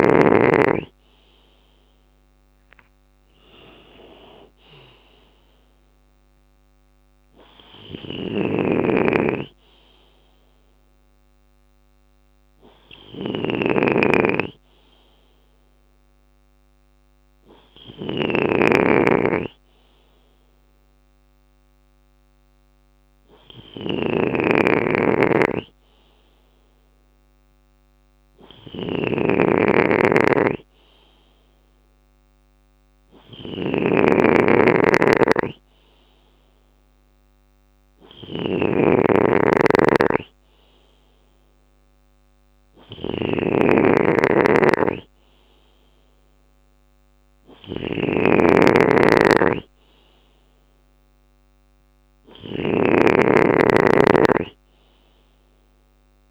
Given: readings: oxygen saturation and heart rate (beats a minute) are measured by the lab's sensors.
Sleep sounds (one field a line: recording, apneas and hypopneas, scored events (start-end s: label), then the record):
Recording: breathing in sleep by a microphone on the trachea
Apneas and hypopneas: none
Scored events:
0.50-5.00 s: arousal
2.00-14.00 s: drop in pulse transit time (device-marked, heart rate 58 before, 56 extreme)
4.00-6.00 s: long interval between heartbeats (device-marked, heart rate 59 before, 79 extreme)
6.50-56.31 s: snoring (device-marked)
8.00-56.31 s: bradycardia (device-marked, heart rate 59 before, 55 extreme)
From the record:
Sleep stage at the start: N2 (light sleep)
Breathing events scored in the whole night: 335 in 5.2 hours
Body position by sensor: on the left side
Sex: male